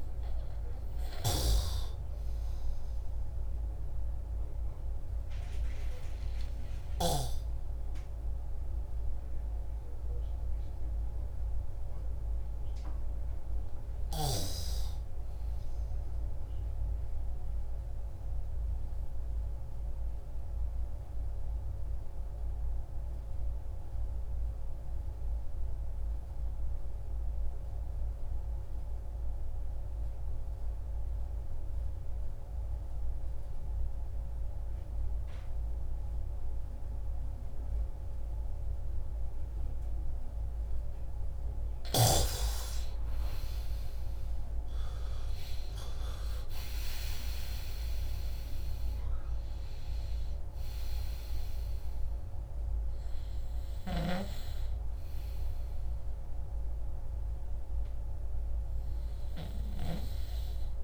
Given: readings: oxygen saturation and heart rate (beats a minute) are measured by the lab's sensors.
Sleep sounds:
breathing in sleep by a room microphone; 1
0.00-18.50 s: oxygen desaturation (device-marked, oxygen 90% lowest, heart rate 57 extreme)
16.00-40.00 s: obstructive apnea (oxygen 98% before, 88% lowest, heart rate 66 before, 56 extreme, up 12 after)
40.50-60.84 s: oxygen desaturation (device-marked, oxygen 98% before, 88% lowest, heart rate 64 before, 56 extreme)
43.00-48.00 s: arousal
From the record:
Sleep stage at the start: N2 (light sleep); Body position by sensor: on the back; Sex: male

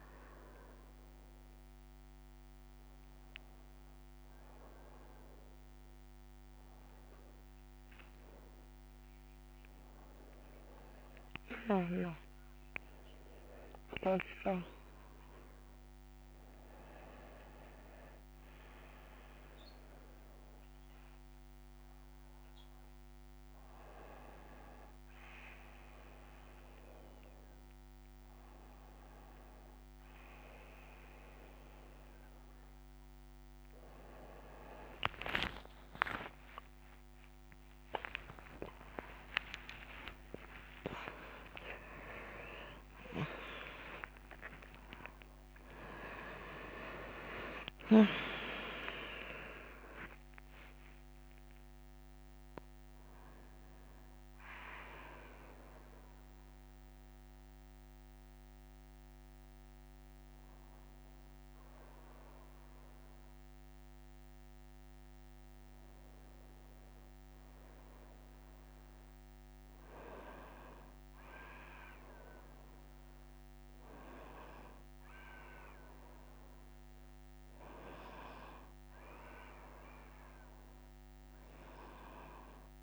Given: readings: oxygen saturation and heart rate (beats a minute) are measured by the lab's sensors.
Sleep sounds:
a person awake in a sleep study, by a microphone on the trachea; none
34.00-44.00 s: tachycardia (device-marked, heart rate 55 before, 156 extreme)
35.50-37.50 s: long interval between heartbeats (device-marked, heart rate 66 before, 80 extreme)
39.00-41.00 s: long interval between heartbeats (device-marked, heart rate 73 before, 139 extreme)
41.50-43.50 s: long interval between heartbeats (device-marked, heart rate 81 before, 147 extreme)
44.50-46.50 s: long interval between heartbeats (device-marked, heart rate 92 before, 117 extreme)
50.00-52.00 s: long interval between heartbeats (device-marked, heart rate 103 before, 84 extreme)
74.00-82.83 s: drop in pulse transit time (device-marked, heart rate 64 before, 63 extreme)
81.00-82.83 s: oxygen desaturation (device-marked, oxygen 99% before, 94% lowest, heart rate 63 before, 61 extreme)
From the record:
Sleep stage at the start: awake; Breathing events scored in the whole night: 383 in 4.4 hours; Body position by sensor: on the right side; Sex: female

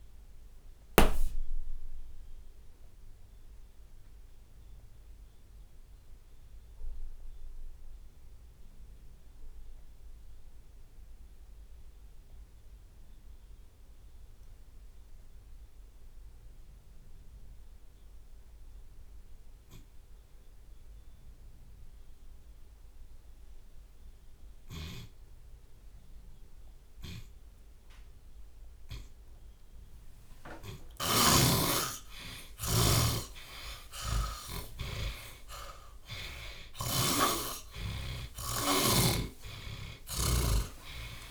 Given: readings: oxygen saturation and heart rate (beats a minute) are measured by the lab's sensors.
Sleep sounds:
breathing in sleep by a room microphone; 1
1.50-26.50 s: obstructive apnea (oxygen 97% before, 80% lowest)
14.00-32.00 s: oxygen desaturation (device-marked, oxygen 97% before, 80% lowest)
26.00-27.00 s: drop in pulse transit time (device-marked)
27.00-37.00 s: tachycardia (device-marked)
30.50-32.50 s: long interval between heartbeats (device-marked)
30.50-41.31 s: snoring (device-marked)
32.00-37.00 s: arousal
34.00-36.00 s: long interval between heartbeats (device-marked, heart rate 65 before, 122 extreme)
35.00-36.00 s: drop in pulse transit time (device-marked, heart rate 69 before, 122 extreme)
39.00-41.31 s: drop in pulse transit time (device-marked, heart rate 79 before, 28 extreme)
40.00-41.31 s: long interval between heartbeats (device-marked, heart rate 82 before, 28 extreme)
From the record:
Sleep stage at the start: N2 (light sleep); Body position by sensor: on the back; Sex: male

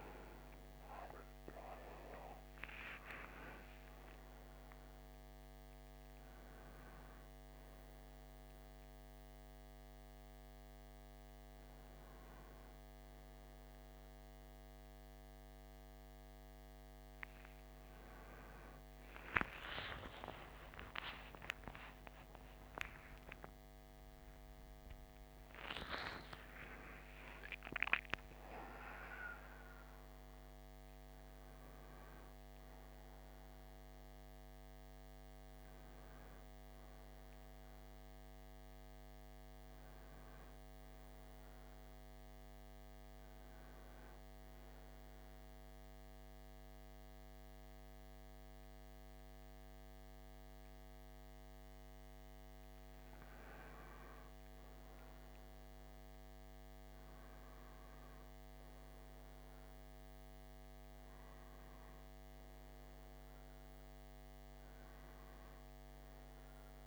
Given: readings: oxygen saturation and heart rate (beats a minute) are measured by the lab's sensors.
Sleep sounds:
a person partly awake in a sleep study, by a microphone on the trachea; 1
26.50-66.87 s: new sleep stage, N1 (lightest sleep)
45.00-55.00 s: mixed apnea (oxygen 95% before, 92% lowest, heart rate 70 before, 61 extreme, up 4 after)
56.50-60.50 s: arousal
60.50-66.87 s: oxygen desaturation (device-marked, oxygen 95% before, 92% lowest, heart rate 63 before, 62 extreme)
From the record:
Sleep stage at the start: awake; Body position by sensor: on the right side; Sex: male

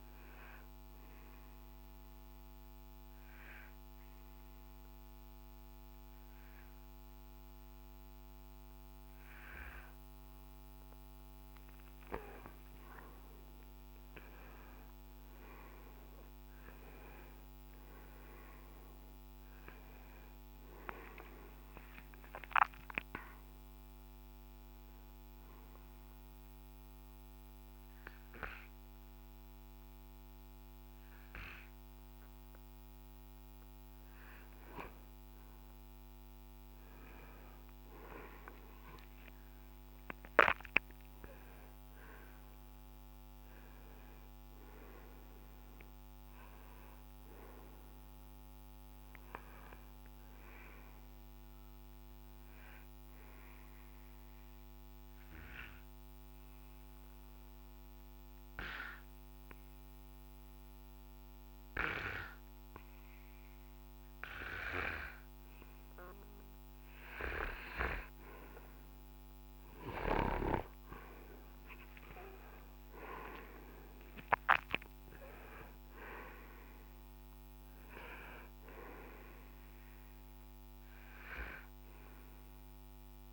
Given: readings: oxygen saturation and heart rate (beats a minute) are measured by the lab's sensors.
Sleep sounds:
breathing in sleep by a microphone on the trachea; 2
16.00-21.50 s: arousal
18.00-26.00 s: oxygen desaturation (device-marked, oxygen 97% before, 93% lowest, heart rate 72 before, 54 extreme)
25.00-35.00 s: obstructive apnea (oxygen 97% before, 91% lowest, heart rate 70 before, 54 extreme, up 21 after)
38.00-43.00 s: arousal
53.50-64.50 s: obstructive apnea (oxygen 97% before, 91% lowest, heart rate 70 before, 53 extreme, up 8 after)
71.00-83.32 s: oxygen desaturation (device-marked, oxygen 96% before, 91% lowest, heart rate 63 before, 53 extreme)
71.50-76.50 s: arousal
From the record:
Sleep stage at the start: N2 (light sleep); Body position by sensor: on the right side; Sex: male

